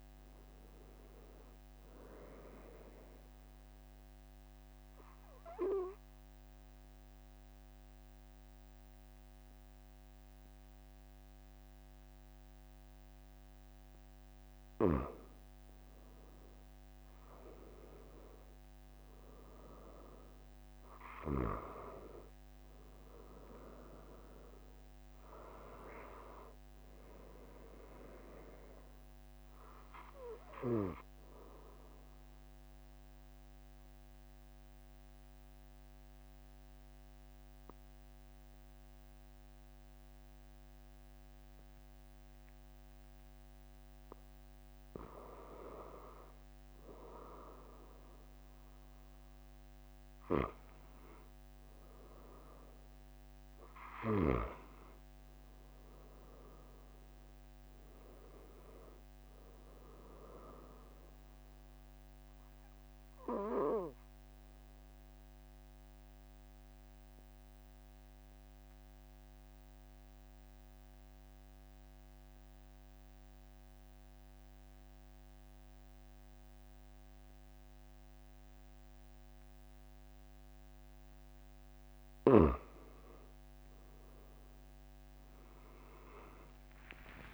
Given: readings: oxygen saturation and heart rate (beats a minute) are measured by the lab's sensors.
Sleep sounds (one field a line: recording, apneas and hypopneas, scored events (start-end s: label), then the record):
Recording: breathing in sleep by a microphone on the trachea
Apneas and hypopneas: 3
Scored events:
0.00-1.50 s: arousal
3.50-15.00 s: obstructive apnea (oxygen 97% before, 93% lowest, heart rate 46 before, 45 extreme, up 3 after)
18.00-22.50 s: arousal
32.00-45.00 s: mixed apnea (oxygen 95% before, 93% lowest, heart rate 47 before, 44 extreme, up 1 after)
47.50-51.50 s: arousal
62.50-82.50 s: obstructive apnea (oxygen 96% before, 93% lowest, heart rate 46 before, 43 extreme, up 4 after)
84.00-87.34 s: arousal
From the record:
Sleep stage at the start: N2 (light sleep)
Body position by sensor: on the back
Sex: male